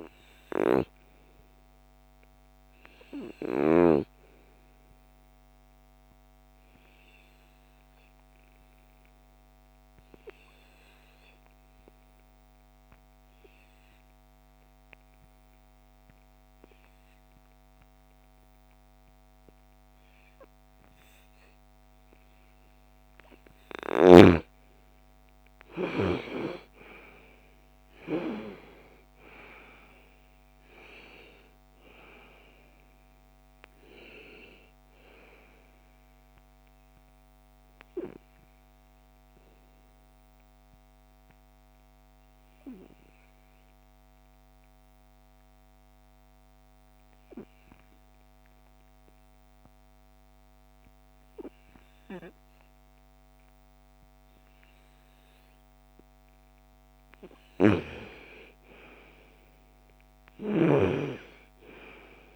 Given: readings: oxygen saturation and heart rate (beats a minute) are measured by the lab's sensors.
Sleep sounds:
breathing in sleep by a microphone on the trachea; 2
0.00-13.00 s: oxygen desaturation (device-marked, oxygen 92% lowest, heart rate 46 extreme)
4.00-21.50 s: obstructive apnea (oxygen 97% before, 87% lowest, heart rate 61 before, 46 extreme, up 21 after)
23.50-27.00 s: arousal
26.00-46.00 s: oxygen desaturation (device-marked, oxygen 96% before, 87% lowest, heart rate 55 before, 47 extreme)
37.00-55.50 s: obstructive apnea (oxygen 96% before, 87% lowest, heart rate 59 before, 47 extreme, up 19 after)
57.00-60.50 s: arousal
61.00-62.36 s: oxygen desaturation (device-marked, oxygen 98% before, 90% lowest, heart rate 55 before, 46 extreme)
From the record:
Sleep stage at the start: N2 (light sleep); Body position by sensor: on the front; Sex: female

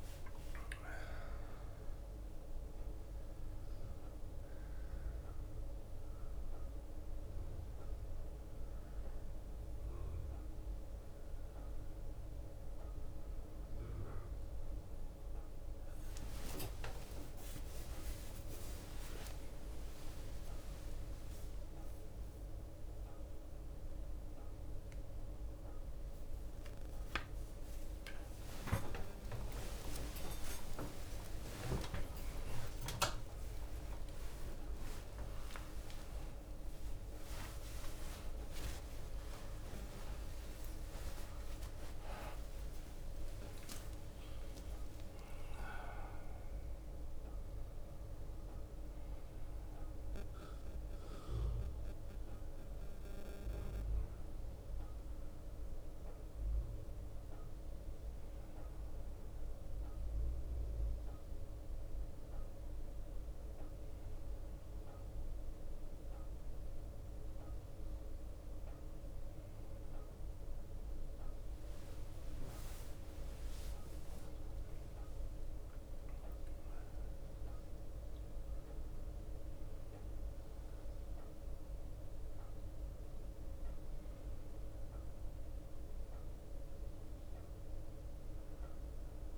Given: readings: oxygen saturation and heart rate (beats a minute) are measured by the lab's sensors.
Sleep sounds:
a person awake in a sleep study, by a room microphone; none
0.00-6.50 s: oxygen desaturation (device-marked, oxygen 92% lowest, heart rate 39 extreme)
0.00-12.50 s: bradycardia (device-marked)
0.50-2.50 s: long interval between heartbeats (device-marked, heart rate 31 before, 42 extreme)
3.00-5.00 s: long interval between heartbeats (device-marked, heart rate 31 before, 46 extreme)
6.50-16.50 s: drop in pulse transit time (device-marked, heart rate 35 before, 39 extreme)
7.50-9.50 s: long interval between heartbeats (device-marked, heart rate 36 before, 43 extreme)
15.50-20.50 s: tachycardia (device-marked, heart rate 54 before, 136 extreme)
16.50-18.50 s: long interval between heartbeats (device-marked, heart rate 44 before, 74 extreme)
19.50-21.50 s: long interval between heartbeats (device-marked, heart rate 53 before, 136 extreme)
22.00-24.00 s: long interval between heartbeats (device-marked, heart rate 63 before, 146 extreme)
23.50-25.50 s: bradycardia (device-marked, heart rate 55 before, 79 extreme)
27.50-32.50 s: tachycardia (device-marked, heart rate 55 before, 123 extreme)
27.50-38.50 s: drop in pulse transit time (device-marked, heart rate 79 before, 53 extreme)
29.00-31.00 s: long interval between heartbeats (device-marked, heart rate 79 before, 67 extreme)
42.50-44.50 s: long interval between heartbeats (device-marked, heart rate 89 before, 70 extreme)
44.50-46.50 s: long interval between heartbeats (device-marked, heart rate 84 before, 92 extreme)
52.50-58.50 s: oxygen desaturation (device-marked, oxygen 96% before, 92% lowest, heart rate 88 before, 60 extreme)
75.50-89.38 s: oxygen desaturation (device-marked, oxygen 94% before, 90% lowest, heart rate 61 before, 58 extreme)
87.50-89.38 s: new sleep stage, N1 (lightest sleep)
From the record:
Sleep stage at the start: awake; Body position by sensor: on the right side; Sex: male

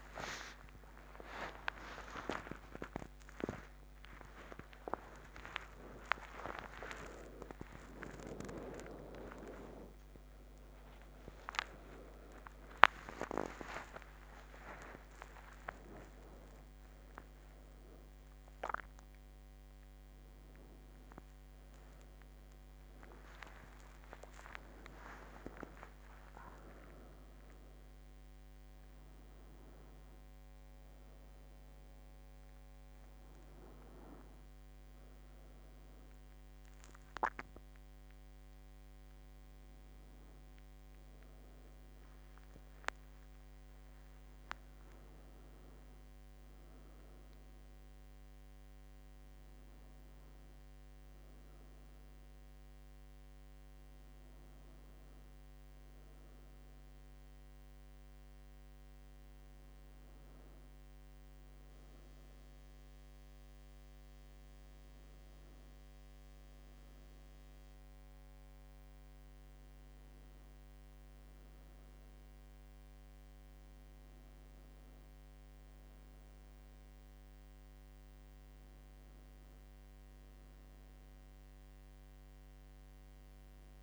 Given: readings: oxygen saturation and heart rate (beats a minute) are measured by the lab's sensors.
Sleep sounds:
a person awake in a sleep study, by a microphone on the trachea; none
none scored
From the record:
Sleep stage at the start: awake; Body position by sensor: on the right side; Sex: female

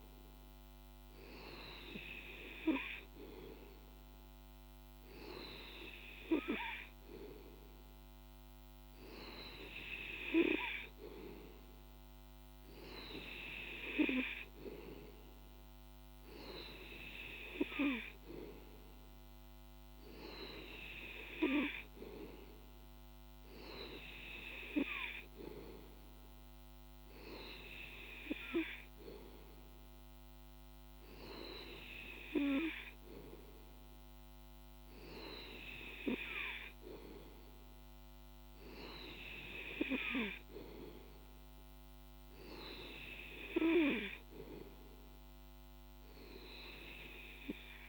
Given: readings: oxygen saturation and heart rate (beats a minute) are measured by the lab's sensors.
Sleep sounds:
breathing in sleep by a microphone on the trachea; none
none scored
From the record:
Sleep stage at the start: N2 (light sleep); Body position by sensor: on the back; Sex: male

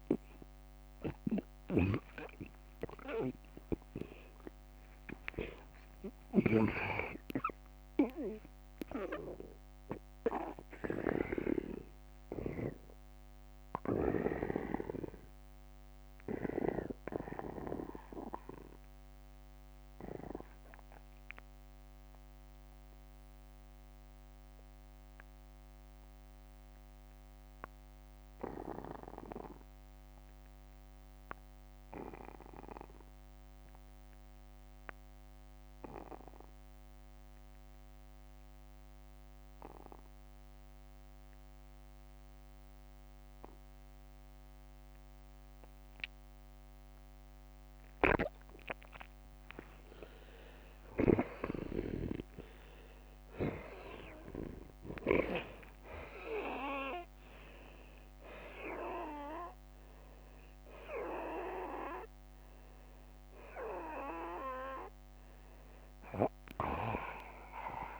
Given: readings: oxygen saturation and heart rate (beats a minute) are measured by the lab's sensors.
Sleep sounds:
breathing in sleep by a microphone on the trachea; 1
0.00-28.00 s: oxygen desaturation (device-marked, oxygen 79% lowest, heart rate 42 extreme)
2.00-5.50 s: arousal
8.00-47.00 s: obstructive apnea (oxygen 93% before, 79% lowest, heart rate 68 before, 42 extreme, up 14 after)
12.00-14.00 s: long interval between heartbeats (device-marked, heart rate 62 before, 54 extreme)
16.00-68.00 s: new sleep stage, N2 (light sleep)
39.00-41.00 s: long interval between heartbeats (device-marked, heart rate 51 before, 51 extreme)
45.00-68.00 s: oxygen desaturation (device-marked, oxygen 96% before, 79% lowest, heart rate 49 before, 48 extreme)
50.50-55.00 s: arousal
From the record:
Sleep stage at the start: N1 (lightest sleep); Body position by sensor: on the back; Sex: male

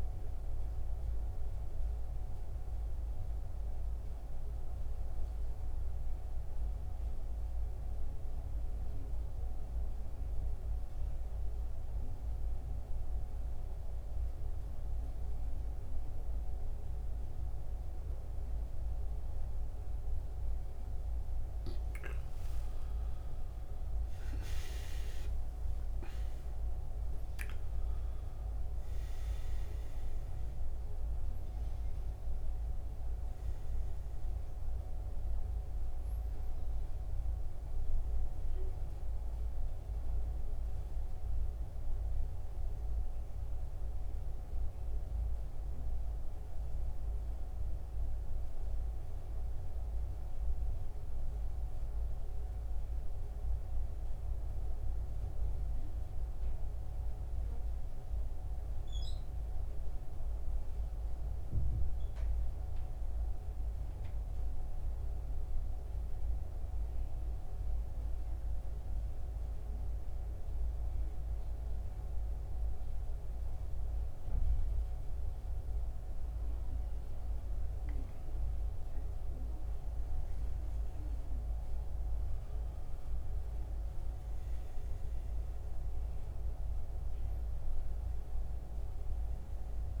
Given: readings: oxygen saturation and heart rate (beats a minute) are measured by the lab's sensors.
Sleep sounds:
breathing in sleep, hard to hear, by a room microphone; 2
0.00-15.00 s: oxygen desaturation (device-marked, oxygen 89% lowest, heart rate 64 extreme)
4.00-19.50 s: central apnea (oxygen 95% before, 87% lowest, heart rate 73 before, 64 extreme, up 16 after)
22.00-25.50 s: arousal
29.00-56.00 s: oxygen desaturation (device-marked, oxygen 93% before, 87% lowest, heart rate 68 before, 63 extreme)
54.00-59.00 s: arousal
62.50-75.50 s: central apnea (oxygen 97% before, 89% lowest, heart rate 71 before, 63 extreme, up 14 after)
76.00-90.00 s: oxygen desaturation (device-marked, oxygen 96% before, 89% lowest, heart rate 67 before, 66 extreme)
77.50-81.00 s: arousal
From the record:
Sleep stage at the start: N2 (light sleep); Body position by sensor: on the back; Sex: male

